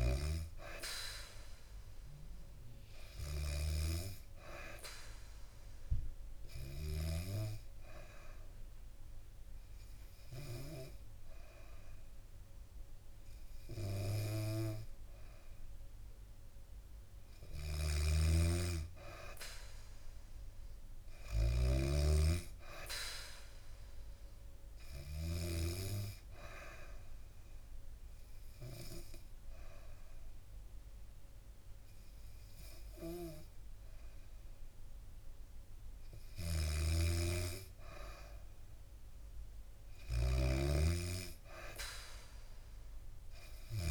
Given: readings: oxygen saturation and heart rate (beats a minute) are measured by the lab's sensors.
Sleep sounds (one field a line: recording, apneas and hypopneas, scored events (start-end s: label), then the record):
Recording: breathing in sleep by a room microphone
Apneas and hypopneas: 2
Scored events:
0.00-3.00 s: arousal
6.50-17.50 s: obstructive apnea (oxygen 97% before, 92% lowest, heart rate 70 before, 65 extreme, up 3 after)
17.50-21.50 s: snoring (device-marked)
22.00-24.50 s: arousal
27.00-37.50 s: obstructive apnea (oxygen 97% before, 92% lowest, heart rate 69 before, 68 extreme, up 1 after)
27.00-39.00 s: oxygen desaturation (device-marked, oxygen 97% before, 92% lowest, heart rate 69 before, 67 extreme)
36.00-43.91 s: snoring (device-marked)
42.00-43.91 s: arousal
From the record:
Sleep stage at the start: N2 (light sleep)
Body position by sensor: on the back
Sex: female